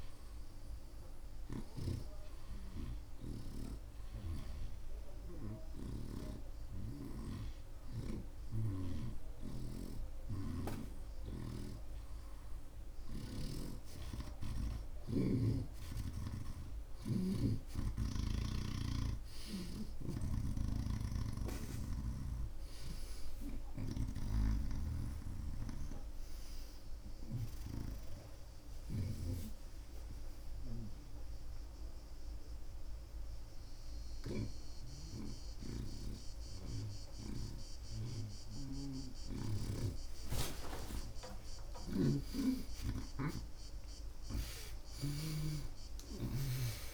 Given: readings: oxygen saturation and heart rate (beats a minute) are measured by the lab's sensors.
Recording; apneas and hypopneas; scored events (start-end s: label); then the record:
a person partly awake in a sleep study, by a room microphone; 1
1.50-11.50 s: hypopnea (oxygen 87% before, 81% lowest)
9.50-21.50 s: snoring (device-marked)
13.50-18.00 s: arousal
22.00-37.00 s: oxygen desaturation (device-marked, oxygen 86% before, 81% lowest)
32.00-46.94 s: new sleep stage, awake
39.50-43.00 s: snoring (device-marked)
From the record:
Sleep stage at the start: N2 (light sleep); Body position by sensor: on the right side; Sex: male